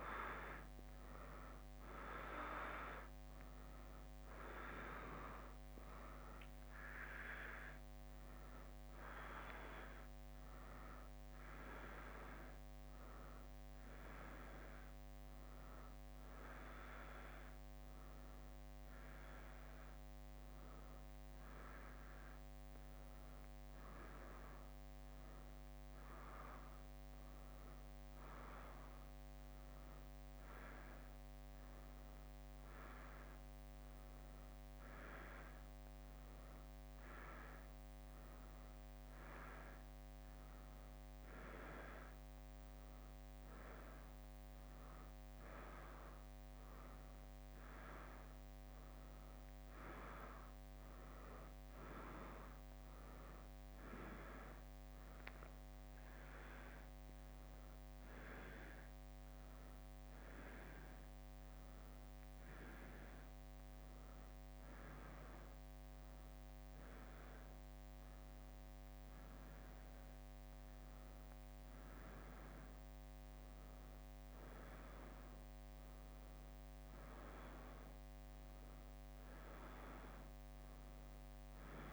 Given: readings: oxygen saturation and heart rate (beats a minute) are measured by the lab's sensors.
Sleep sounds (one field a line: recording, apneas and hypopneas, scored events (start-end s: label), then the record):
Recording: a person awake in a sleep study, by a microphone on the trachea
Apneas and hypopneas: none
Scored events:
0.00-10.00 s: drop in pulse transit time (device-marked, heart rate 64 extreme)
5.50-12.50 s: leg movement (device-marked)
29.50-38.50 s: leg movement (device-marked)
From the record:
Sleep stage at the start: awake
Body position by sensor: on the right side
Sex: female